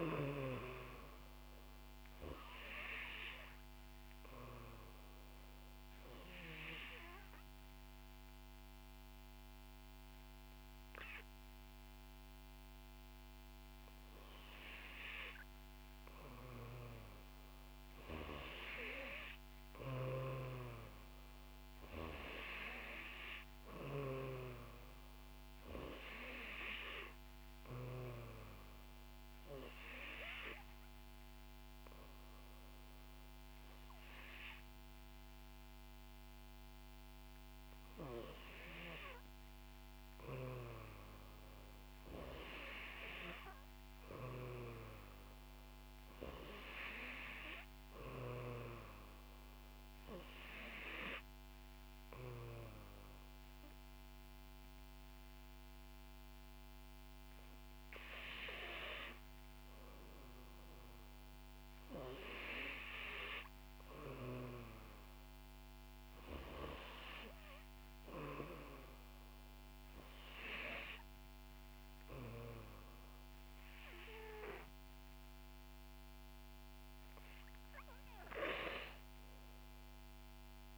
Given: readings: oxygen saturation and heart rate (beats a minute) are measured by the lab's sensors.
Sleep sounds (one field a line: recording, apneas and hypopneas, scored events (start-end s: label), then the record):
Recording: breathing in sleep by a microphone on the trachea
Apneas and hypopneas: 3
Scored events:
2.50-13.50 s: oxygen desaturation (device-marked, oxygen 92% before, 88% lowest, heart rate 64 before, 62 extreme)
6.50-16.50 s: obstructive apnea (oxygen 92% before, 88% lowest, heart rate 64 before, 62 extreme, up 4 after)
18.50-22.50 s: arousal
29.00-40.00 s: hypopnea (oxygen 92% before, 89% lowest, heart rate 64 before, 59 extreme)
42.00-45.50 s: arousal
50.50-61.50 s: obstructive apnea (oxygen 93% before, 89% lowest, heart rate 63 before, 62 extreme, up 1 after)
64.50-68.00 s: arousal
From the record:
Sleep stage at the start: N3 (deep sleep)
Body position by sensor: on the back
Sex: female